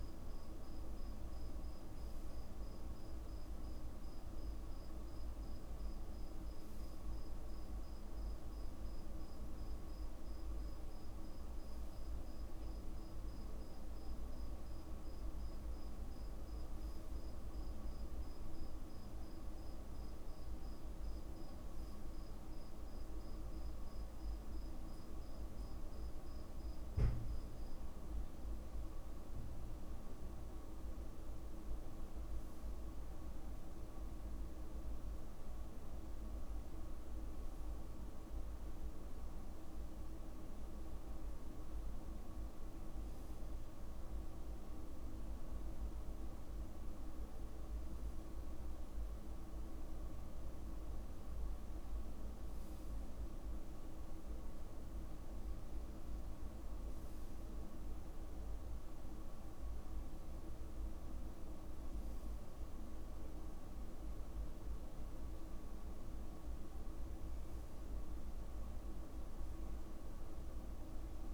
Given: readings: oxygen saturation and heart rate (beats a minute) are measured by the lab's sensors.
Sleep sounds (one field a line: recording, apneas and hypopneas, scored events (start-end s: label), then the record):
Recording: breathing in sleep, hard to hear, by a room microphone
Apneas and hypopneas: none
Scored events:
20.50-22.50 s: long interval between heartbeats (device-marked, heart rate 57 before, 56 extreme)
31.00-33.00 s: long interval between heartbeats (device-marked, heart rate 53 before, 55 extreme)
55.50-57.50 s: long interval between heartbeats (device-marked, heart rate 50 before, 55 extreme)
69.50-71.34 s: long interval between heartbeats (device-marked, heart rate 50 before, 56 extreme)
From the record:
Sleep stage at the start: N2 (light sleep)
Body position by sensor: on the back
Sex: male